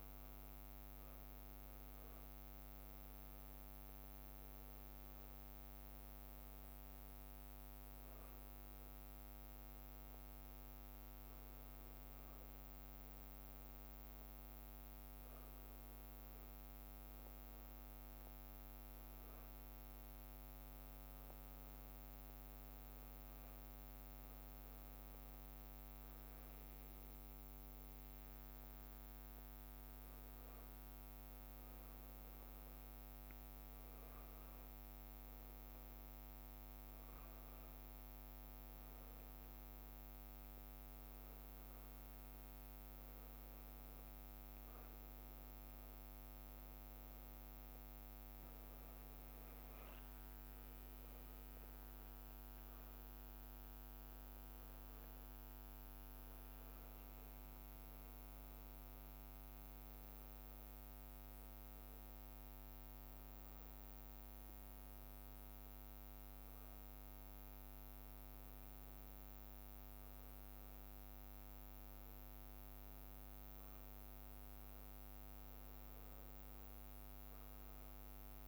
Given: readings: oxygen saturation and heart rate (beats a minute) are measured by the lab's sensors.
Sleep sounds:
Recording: a person awake in a sleep study, hard to hear, by a microphone on the trachea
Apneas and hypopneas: none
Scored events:
0.00-27.00 s: bradycardia (device-marked, heart rate 58 extreme)
31.00-47.00 s: bradycardia (device-marked, heart rate 60 before, 58 extreme)
49.50-51.50 s: leg movement (device-marked)
57.00-59.00 s: leg movement (device-marked)
65.00-74.00 s: bradycardia (device-marked, heart rate 60 before, 59 extreme)
66.00-78.48 s: drop in pulse transit time (device-marked, heart rate 63 before, 58 extreme)
75.00-78.48 s: bradycardia (device-marked, heart rate 60 before, 58 extreme)
From the record:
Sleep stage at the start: awake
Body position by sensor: on the back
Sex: male

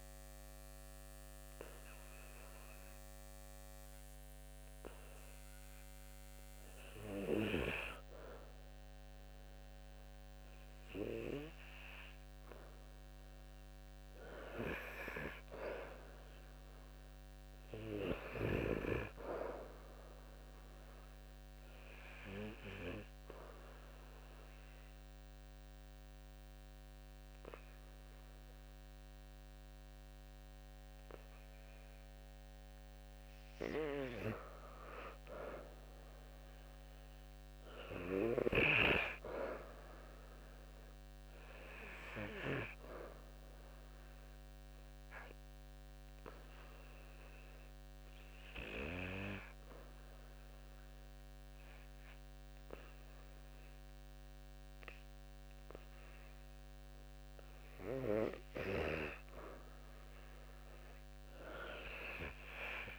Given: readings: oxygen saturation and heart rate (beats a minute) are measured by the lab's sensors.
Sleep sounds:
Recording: breathing in sleep by a microphone on the trachea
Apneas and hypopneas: 2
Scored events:
20.00-32.00 s: obstructive apnea (oxygen 94% before, 91% lowest, heart rate 70 before, 68 extreme, up 4 after)
35.00-38.50 s: arousal
43.50-56.00 s: obstructive apnea (oxygen 95% before, 89% lowest, heart rate 70 before, 69 extreme)
56.50-60.00 s: arousal
From the record:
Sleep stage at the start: N2 (light sleep)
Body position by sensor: on the back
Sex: male

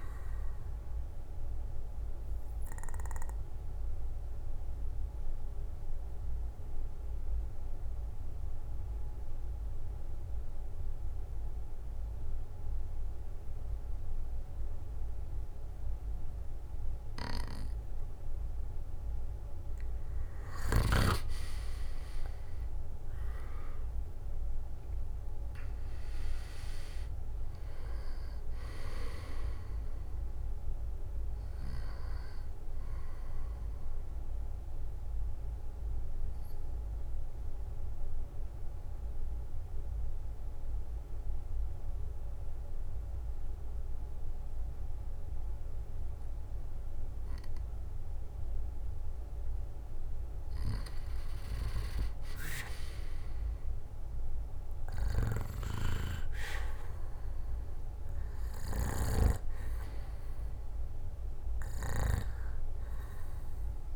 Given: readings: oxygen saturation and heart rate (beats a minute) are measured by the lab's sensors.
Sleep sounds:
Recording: breathing in sleep by a room microphone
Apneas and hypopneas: 2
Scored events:
0.00-11.50 s: oxygen desaturation (device-marked, oxygen 93% lowest, heart rate 56 extreme)
1.50-19.50 s: obstructive apnea (oxygen 98% before, 88% lowest, heart rate 66 before, 49 extreme, up 15 after)
20.50-49.50 s: oxygen desaturation (device-marked, oxygen 97% before, 88% lowest, heart rate 60 before, 49 extreme)
22.50-34.50 s: drop in pulse transit time (device-marked, heart rate 60 before, 56 extreme)
24.00-27.50 s: arousal
34.00-50.50 s: mixed apnea (oxygen 97% before, 86% lowest, heart rate 66 before, 50 extreme, up 15 after)
53.00-56.00 s: arousal
60.50-63.96 s: oxygen desaturation (device-marked, oxygen 98% before, 92% lowest, heart rate 59 before, 57 extreme)
From the record:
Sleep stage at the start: N2 (light sleep)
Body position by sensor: on the back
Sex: male

